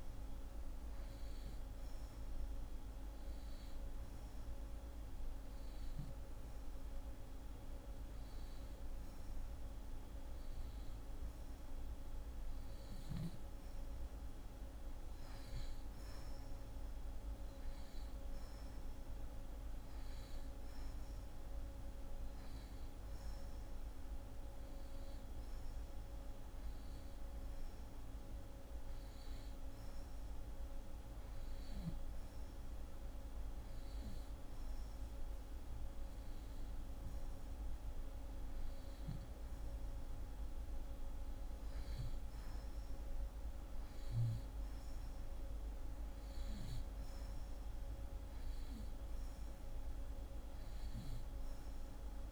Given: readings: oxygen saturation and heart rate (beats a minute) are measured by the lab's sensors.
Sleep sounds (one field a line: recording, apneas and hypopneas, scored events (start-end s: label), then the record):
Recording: breathing in sleep, hard to hear, by a room microphone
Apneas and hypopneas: 1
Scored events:
2.00-13.00 s: hypopnea (oxygen 89% before, 86% lowest, heart rate 131 before, 162 extreme, up 26 after)
15.00-18.50 s: arousal
From the record:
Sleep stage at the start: N2 (light sleep)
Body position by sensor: on the back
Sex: female